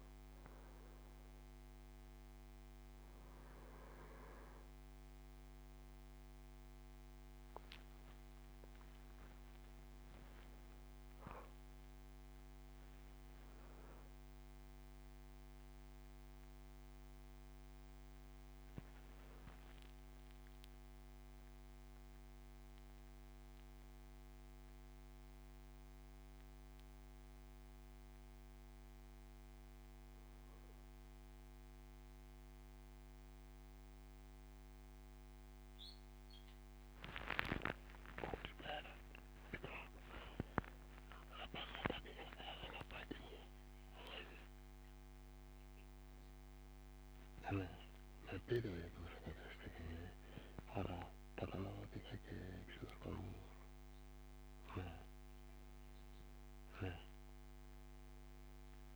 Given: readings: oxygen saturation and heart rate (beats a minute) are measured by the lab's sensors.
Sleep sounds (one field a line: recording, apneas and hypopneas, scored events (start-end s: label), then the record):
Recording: a person awake in a sleep study, by a microphone on the trachea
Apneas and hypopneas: none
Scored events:
1.50-58.96 s: new sleep stage, awake
From the record:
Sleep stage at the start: N2 (light sleep)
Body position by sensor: on the back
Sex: male